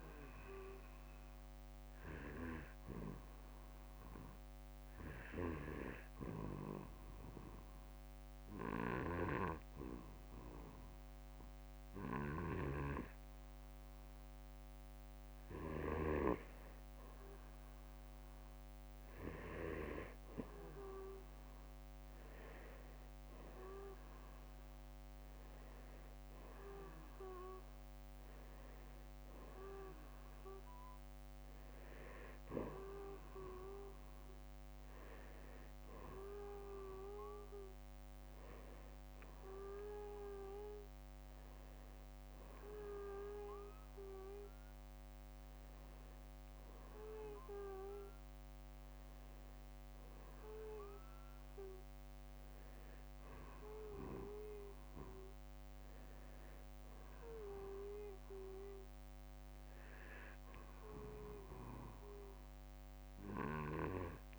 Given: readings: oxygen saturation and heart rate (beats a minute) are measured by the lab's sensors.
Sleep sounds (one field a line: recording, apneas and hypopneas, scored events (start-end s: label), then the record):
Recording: breathing in sleep by a microphone on the trachea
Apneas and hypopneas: 1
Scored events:
3.00-16.00 s: obstructive apnea (oxygen 95% before, 89% lowest, heart rate 56 before, 49 extreme, up 9 after)
3.50-20.50 s: oxygen desaturation (device-marked, oxygen 95% before, 91% lowest, heart rate 57 before, 49 extreme)
11.50-13.50 s: long interval between heartbeats (device-marked, heart rate 56 before, 54 extreme)
23.00-27.50 s: arousal
28.50-43.50 s: oxygen desaturation (device-marked, oxygen 94% before, 89% lowest, heart rate 58 before, 47 extreme)
45.00-49.00 s: arousal
55.00-57.00 s: long interval between heartbeats (device-marked, heart rate 63 before, 51 extreme)
62.50-64.39 s: long interval between heartbeats (device-marked, heart rate 57 before, 54 extreme)
From the record:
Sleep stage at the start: N2 (light sleep)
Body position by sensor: on the back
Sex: male